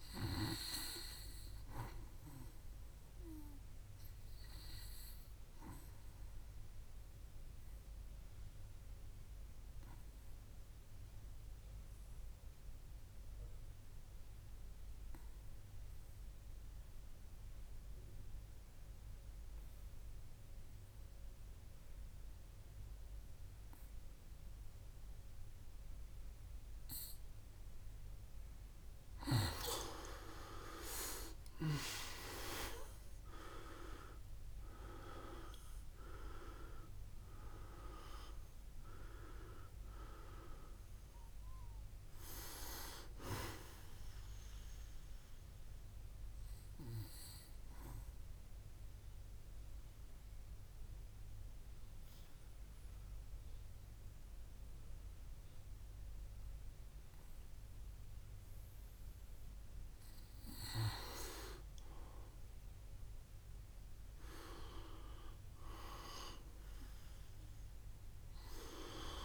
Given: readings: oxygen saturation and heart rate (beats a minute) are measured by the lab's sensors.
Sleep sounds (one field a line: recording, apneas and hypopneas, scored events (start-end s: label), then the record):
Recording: breathing in sleep by a room microphone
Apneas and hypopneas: 2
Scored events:
0.00-20.50 s: oxygen desaturation (device-marked, oxygen 89% lowest, heart rate 61 extreme)
4.50-28.50 s: obstructive apnea (oxygen 98% before, 86% lowest, heart rate 66 before, 59 extreme, up 8 after)
31.00-34.50 s: arousal
32.50-64.50 s: oxygen desaturation (device-marked, oxygen 98% before, 86% lowest, heart rate 63 before, 59 extreme)
44.50-60.00 s: obstructive apnea (oxygen 98% before, 86% lowest, heart rate 68 before, 60 extreme, up 7 after)
62.00-65.00 s: arousal
From the record:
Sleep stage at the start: N2 (light sleep)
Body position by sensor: on the back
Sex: male